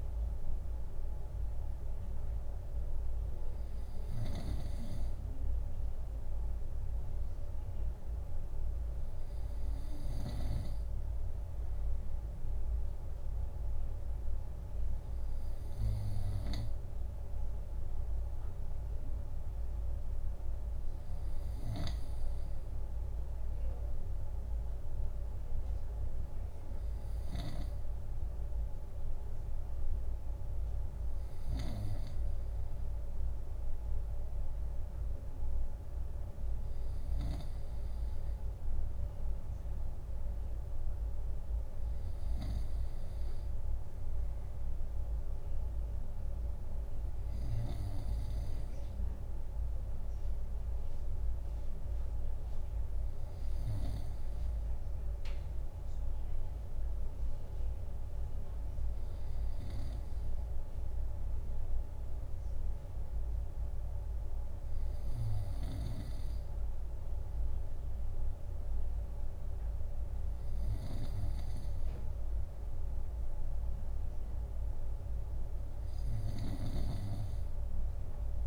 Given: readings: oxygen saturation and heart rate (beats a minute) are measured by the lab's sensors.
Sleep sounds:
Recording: breathing in sleep by a room microphone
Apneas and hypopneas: none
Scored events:
4.00-10.50 s: snoring (device-marked)
21.50-48.00 s: snoring (device-marked)
76.50-78.47 s: snoring (device-marked)
From the record:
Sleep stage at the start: N2 (light sleep)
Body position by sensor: on the right side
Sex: male

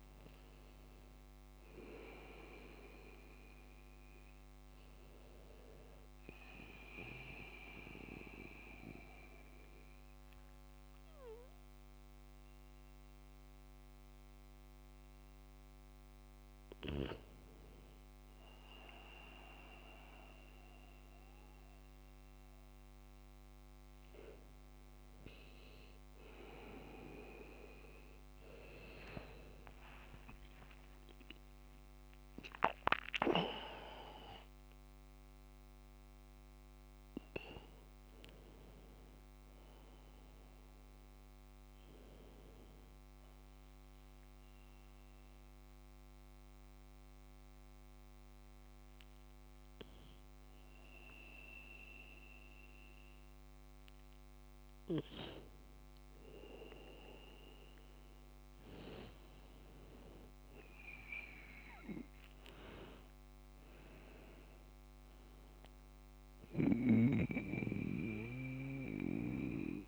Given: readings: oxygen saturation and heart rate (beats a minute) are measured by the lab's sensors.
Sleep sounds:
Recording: breathing in sleep by a microphone on the trachea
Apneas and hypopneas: 2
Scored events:
6.50-16.50 s: central apnea (oxygen 100% before, 96% lowest, heart rate 71 before, 62 extreme, up 0 after)
28.50-33.00 s: arousal
43.00-55.00 s: mixed apnea (oxygen 98% before, 93% lowest, heart rate 77 before, 67 extreme, up 6 after)
60.00-63.50 s: arousal
From the record:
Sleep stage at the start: N1 (lightest sleep)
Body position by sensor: on the back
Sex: male

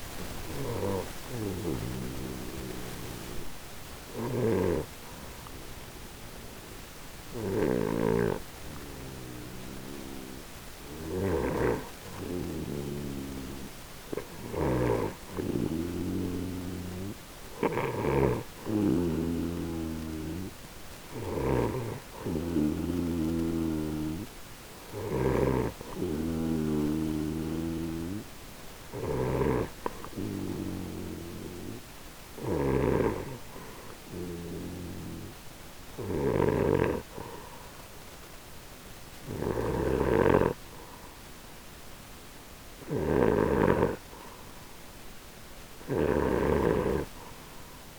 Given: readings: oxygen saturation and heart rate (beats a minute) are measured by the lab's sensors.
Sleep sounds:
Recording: breathing in sleep by a microphone on the trachea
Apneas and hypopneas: 1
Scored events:
0.50-11.50 s: hypopnea (oxygen 93% before, 91% lowest, heart rate 66 before, 30 extreme, up 1 after)
4.00-21.50 s: snoring (device-marked)
13.50-17.00 s: arousal
26.00-47.99 s: snoring (device-marked)
From the record:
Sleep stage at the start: N2 (light sleep)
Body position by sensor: on the right side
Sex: male

